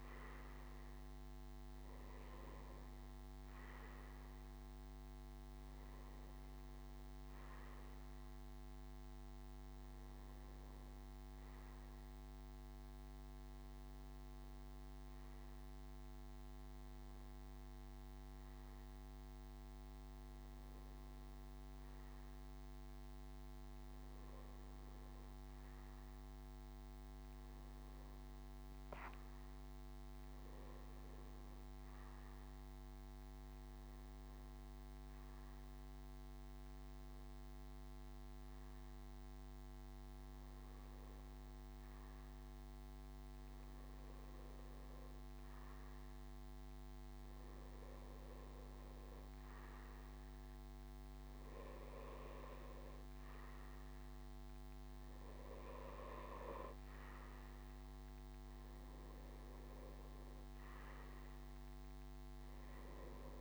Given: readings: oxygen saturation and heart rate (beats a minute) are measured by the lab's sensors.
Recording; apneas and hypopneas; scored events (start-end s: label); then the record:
breathing in sleep, hard to hear, by a microphone on the trachea; none
none scored
From the record:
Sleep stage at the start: N1 (lightest sleep); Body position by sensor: on the back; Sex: male